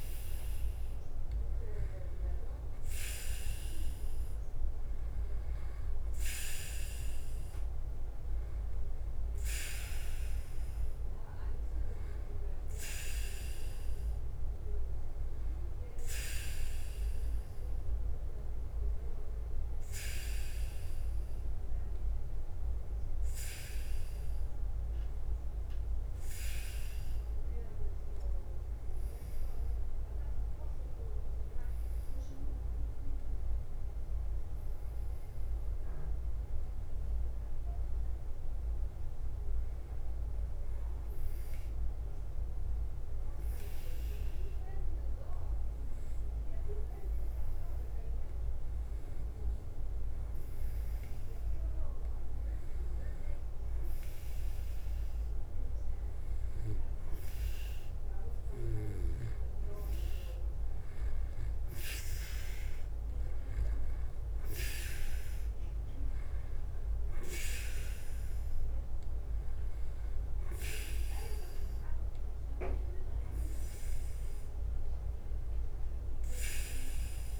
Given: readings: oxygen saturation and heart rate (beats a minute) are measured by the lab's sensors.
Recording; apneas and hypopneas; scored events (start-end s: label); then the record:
breathing in sleep by a room microphone; 1
0.00-77.40 s: bradycardia (device-marked, heart rate 45 extreme)
14.50-77.40 s: new sleep stage, REM sleep
24.50-38.50 s: obstructive apnea (oxygen 98% before, 92% lowest, heart rate 52 before, 47 extreme, up 2 after)
43.00-47.00 s: arousal
From the record:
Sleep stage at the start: N2 (light sleep); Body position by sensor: on the back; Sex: male